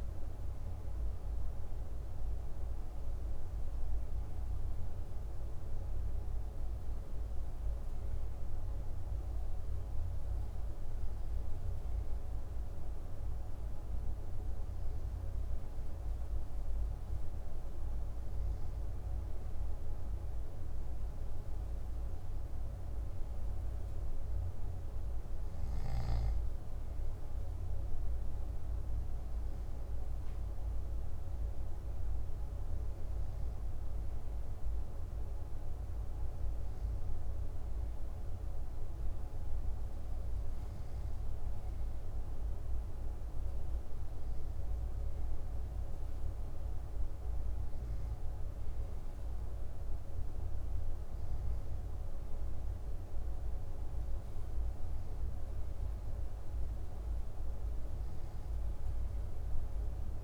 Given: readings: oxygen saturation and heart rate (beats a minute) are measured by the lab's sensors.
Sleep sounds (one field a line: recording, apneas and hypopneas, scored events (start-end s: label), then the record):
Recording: breathing in sleep, hard to hear, by a room microphone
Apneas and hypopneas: none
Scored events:
none scored
From the record:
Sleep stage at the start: N2 (light sleep)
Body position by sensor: on the back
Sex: male